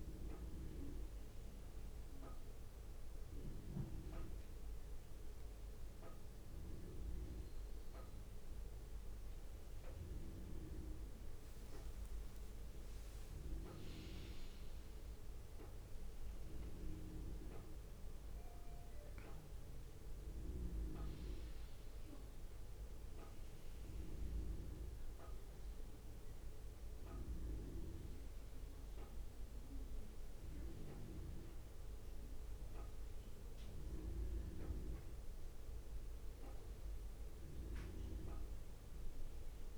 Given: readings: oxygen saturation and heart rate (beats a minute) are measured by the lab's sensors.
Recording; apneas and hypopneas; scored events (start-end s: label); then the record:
breathing in sleep by a room microphone; none
none scored
From the record:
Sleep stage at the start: N1 (lightest sleep); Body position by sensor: on the front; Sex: male